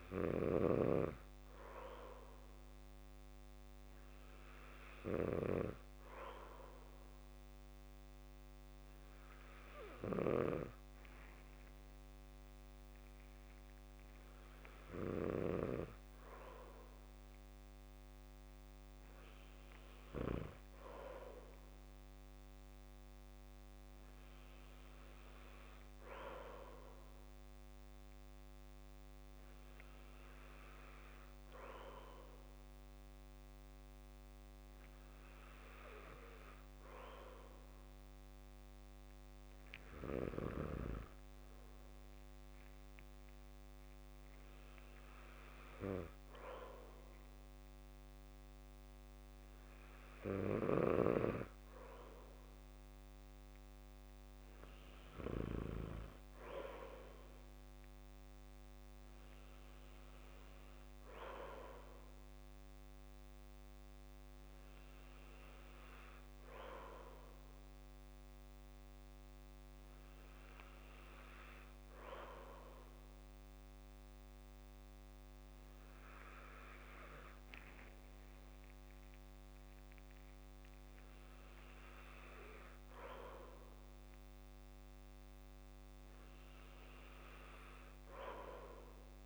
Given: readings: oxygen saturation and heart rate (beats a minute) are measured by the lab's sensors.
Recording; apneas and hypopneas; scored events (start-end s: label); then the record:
breathing in sleep by a microphone on the trachea; none
11.50-13.50 s: long interval between heartbeats (device-marked, heart rate 63 before, 95 extreme)
From the record:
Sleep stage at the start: N2 (light sleep); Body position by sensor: on the back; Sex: male